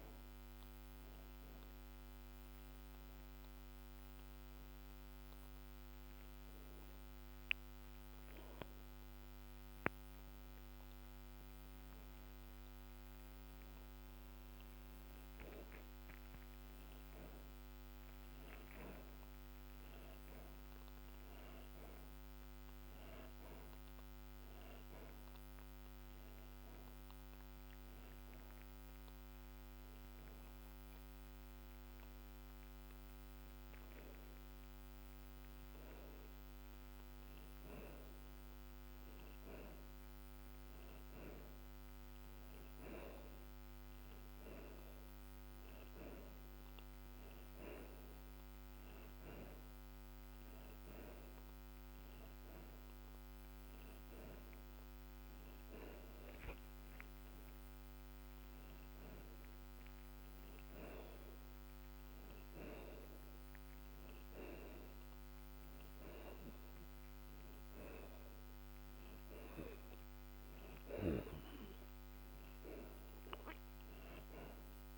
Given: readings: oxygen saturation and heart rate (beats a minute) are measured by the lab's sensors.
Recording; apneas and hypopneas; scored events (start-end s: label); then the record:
breathing in sleep by a microphone on the trachea; 2
0.00-20.00 s: oxygen desaturation (device-marked, oxygen 76% lowest)
3.50-14.00 s: hypopnea (oxygen 92% before, 75% lowest)
17.50-22.00 s: arousal
22.00-39.00 s: oxygen desaturation (device-marked, oxygen 85% before, 76% lowest)
27.00-37.00 s: hypopnea (oxygen 85% before, 75% lowest)
40.00-44.00 s: arousal
47.00-61.00 s: oxygen desaturation (device-marked, oxygen 83% before, 75% lowest)
From the record:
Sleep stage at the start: N2 (light sleep); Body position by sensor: on the back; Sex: male